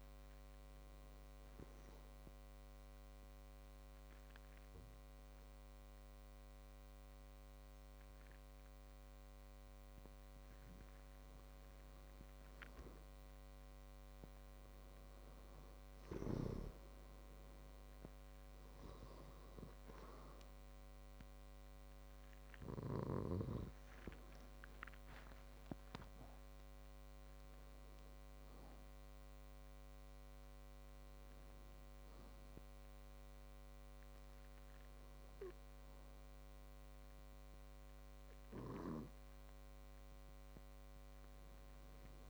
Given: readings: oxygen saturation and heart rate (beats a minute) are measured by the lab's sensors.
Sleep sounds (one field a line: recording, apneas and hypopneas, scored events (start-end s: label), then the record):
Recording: breathing in sleep by a microphone on the trachea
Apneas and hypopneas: 2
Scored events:
2.00-12.50 s: obstructive apnea (oxygen 97% before, 94% lowest, heart rate 64 before, 59 extreme, up 11 after)
14.50-17.50 s: arousal
20.00-30.50 s: hypopnea (oxygen 96% before, 94% lowest, heart rate 64 before, 58 extreme, up 5 after)
32.00-35.00 s: arousal
From the record:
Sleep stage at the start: N2 (light sleep)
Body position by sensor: on the back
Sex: male